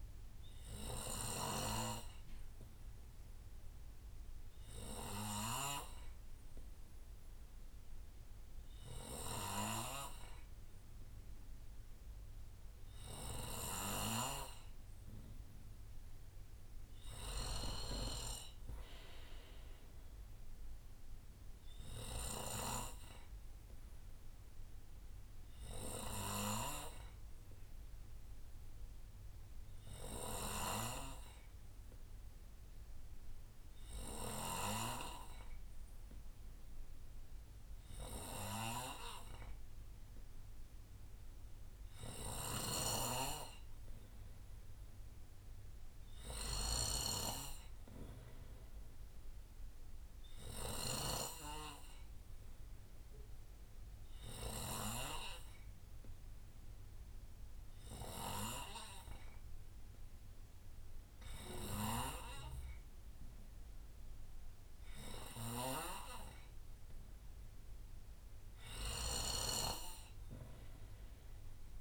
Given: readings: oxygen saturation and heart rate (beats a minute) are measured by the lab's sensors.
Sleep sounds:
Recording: breathing in sleep by a room microphone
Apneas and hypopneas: 3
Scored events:
0.00-6.00 s: snoring (device-marked)
2.00-15.00 s: obstructive apnea (oxygen 95% before, 92% lowest, heart rate 70 before, 67 extreme, up 2 after)
18.50-21.50 s: arousal
26.00-41.00 s: obstructive apnea (oxygen 96% before, 91% lowest, heart rate 68 before, 67 extreme, up 4 after)
30.50-35.00 s: snoring (device-marked)
42.50-55.00 s: snoring (device-marked)
44.00-47.00 s: arousal
44.50-61.50 s: oxygen desaturation (device-marked, oxygen 96% before, 92% lowest, heart rate 68 before, 68 extreme)
53.00-67.00 s: hypopnea (oxygen 96% before, 91% lowest, heart rate 69 before, 68 extreme, up 0 after)
62.00-71.81 s: snoring (device-marked)
69.50-71.81 s: arousal
From the record:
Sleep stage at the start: N3 (deep sleep)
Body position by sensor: on the right side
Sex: male

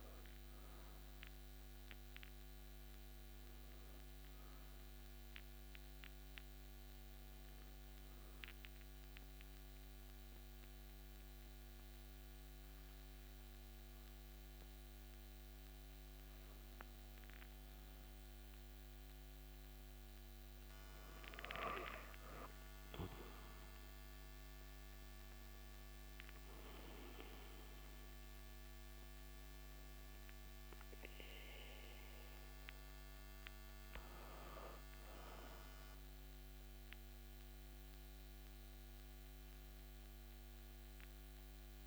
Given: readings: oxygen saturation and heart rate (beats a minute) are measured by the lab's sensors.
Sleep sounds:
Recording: breathing in sleep by a microphone on the trachea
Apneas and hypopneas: 1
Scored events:
7.50-19.50 s: mixed apnea (oxygen 97% before, 96% lowest)
22.50-26.00 s: arousal
From the record:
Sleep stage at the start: N2 (light sleep)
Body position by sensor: on the back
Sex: male

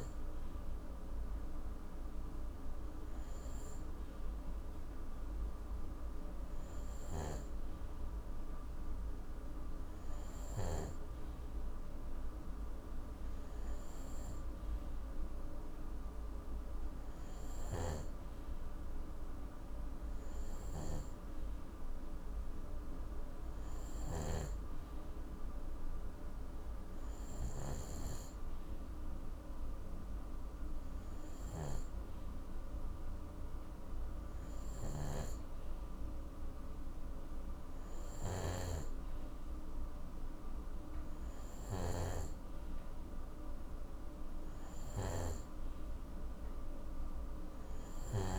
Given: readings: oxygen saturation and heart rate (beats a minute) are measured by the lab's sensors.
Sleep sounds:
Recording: breathing in sleep by a room microphone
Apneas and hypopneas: none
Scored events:
23.50-27.50 s: snoring (device-marked)
34.50-48.38 s: snoring (device-marked)
From the record:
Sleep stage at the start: N2 (light sleep)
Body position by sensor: on the right side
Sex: male

